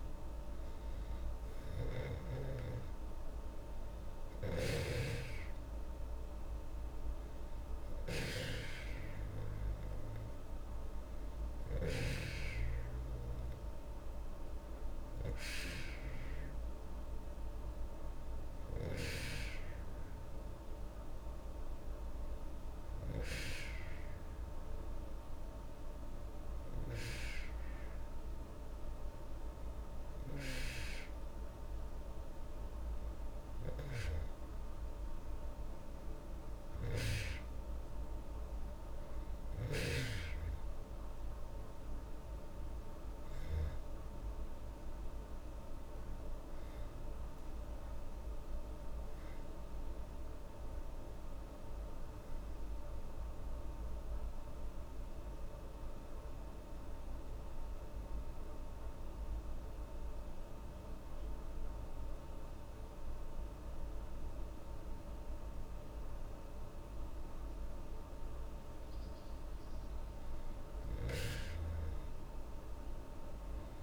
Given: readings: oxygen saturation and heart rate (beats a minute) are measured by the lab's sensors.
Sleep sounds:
breathing in sleep by a room microphone; 2
11.50-32.50 s: hypopnea (oxygen 94% before, 94% lowest, heart rate 82 before, 78 extreme, up 2 after)
34.50-39.00 s: arousal
45.00-49.50 s: arousal
56.00-68.50 s: hypopnea (oxygen 97% before, 94% lowest, heart rate 80 before, 76 extreme, up 2 after)
71.50-73.83 s: oxygen desaturation (device-marked, oxygen 97% before, 94% lowest, heart rate 79 before, 76 extreme)
From the record:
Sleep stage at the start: N2 (light sleep); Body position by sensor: on the back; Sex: female

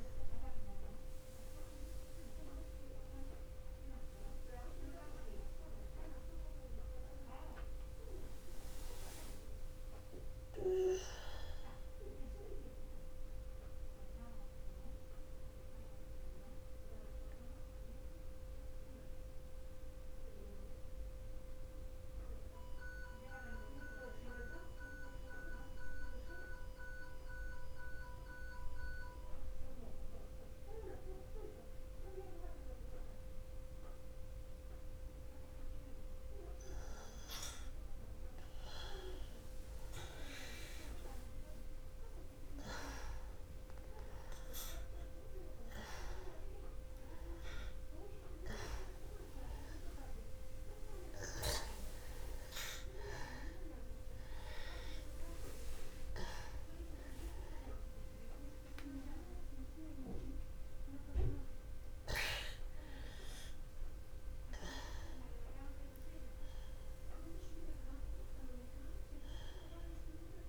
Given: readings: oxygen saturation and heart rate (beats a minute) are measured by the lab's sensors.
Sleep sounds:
breathing in sleep by a room microphone; 1
0.00-15.50 s: oxygen desaturation (device-marked, oxygen 87% lowest, heart rate 53 extreme)
7.50-11.00 s: arousal
14.00-37.50 s: mixed apnea (oxygen 95% before, 89% lowest, heart rate 64 before, 61 extreme, up 0 after)
39.50-43.00 s: arousal
41.50-70.49 s: oxygen desaturation (device-marked, oxygen 98% before, 89% lowest, heart rate 61 before, 61 extreme)
64.50-68.50 s: arousal
From the record:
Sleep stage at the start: N2 (light sleep); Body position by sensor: on the back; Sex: male

